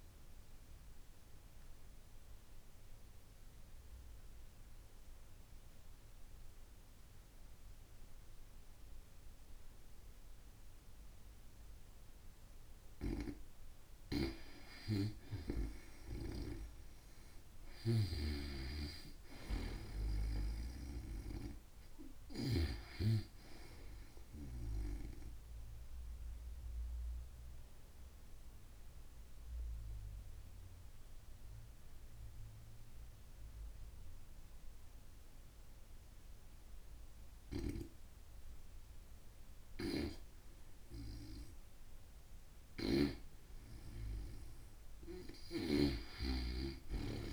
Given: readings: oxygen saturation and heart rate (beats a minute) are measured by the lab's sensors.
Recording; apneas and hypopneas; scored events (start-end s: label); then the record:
breathing in sleep by a room microphone; 2
0.00-9.00 s: oxygen desaturation (device-marked, oxygen 89% lowest, heart rate 64 extreme)
1.50-12.50 s: obstructive apnea (oxygen 96% before, 88% lowest, heart rate 114 before, 64 extreme, up 55 after)
15.00-19.00 s: arousal
24.50-39.00 s: obstructive apnea (oxygen 93% before, 88% lowest, heart rate 96 before, 63 extreme, up 15 after)
25.00-40.00 s: oxygen desaturation (device-marked, oxygen 93% before, 88% lowest, heart rate 95 before, 63 extreme)
42.00-47.32 s: snoring (device-marked)
42.50-47.32 s: arousal
From the record:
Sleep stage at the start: N2 (light sleep); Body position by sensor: on the back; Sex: female